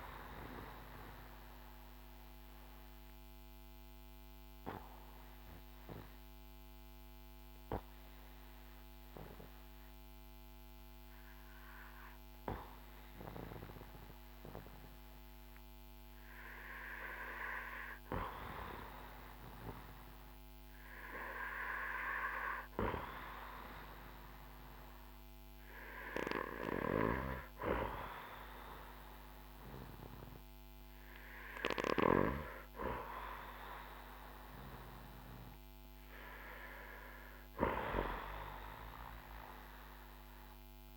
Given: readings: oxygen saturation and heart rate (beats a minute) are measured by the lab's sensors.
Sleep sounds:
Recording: breathing in sleep by a microphone on the trachea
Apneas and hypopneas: 1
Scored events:
1.00-17.50 s: obstructive apnea (oxygen 96% before, 92% lowest, heart rate 61 before, 53 extreme, up 6 after)
21.00-25.50 s: arousal
From the record:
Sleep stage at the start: N2 (light sleep)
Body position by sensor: on the back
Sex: male

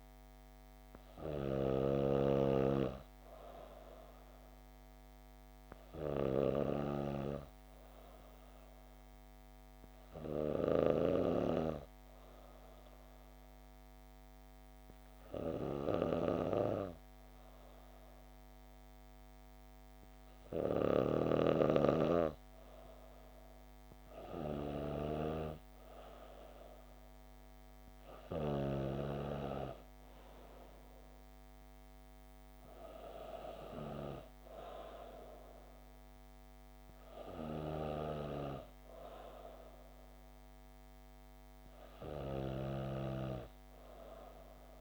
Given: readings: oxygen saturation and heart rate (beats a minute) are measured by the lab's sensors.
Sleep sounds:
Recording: breathing in sleep by a microphone on the trachea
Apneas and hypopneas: 1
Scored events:
9.50-22.00 s: hypopnea (oxygen 96% before, 94% lowest, heart rate 66 before, 65 extreme, up 5 after)
23.50-28.00 s: arousal
From the record:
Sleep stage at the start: N2 (light sleep)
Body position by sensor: on the back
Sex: female

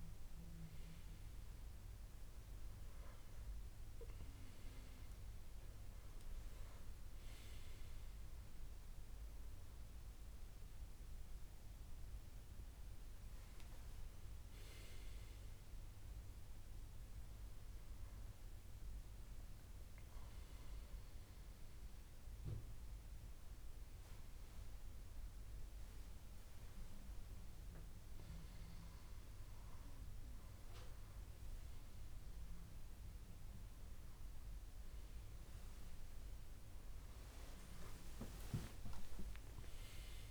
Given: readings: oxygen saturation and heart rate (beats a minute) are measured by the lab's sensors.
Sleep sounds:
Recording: breathing in sleep, hard to hear, by a room microphone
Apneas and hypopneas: none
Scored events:
none scored
From the record:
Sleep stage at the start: N2 (light sleep)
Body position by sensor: on the back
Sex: male

